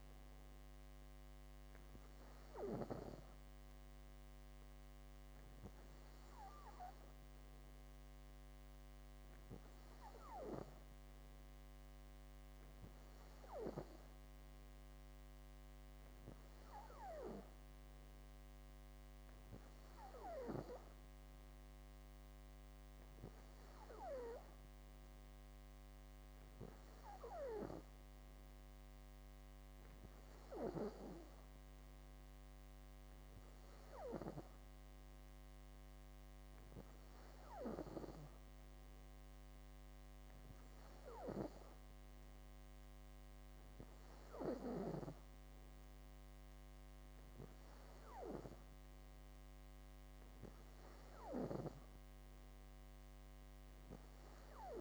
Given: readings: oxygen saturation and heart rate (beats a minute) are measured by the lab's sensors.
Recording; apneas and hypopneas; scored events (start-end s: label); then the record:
breathing in sleep by a microphone on the trachea; none
none scored
From the record:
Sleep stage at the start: N2 (light sleep); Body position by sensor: on the back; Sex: female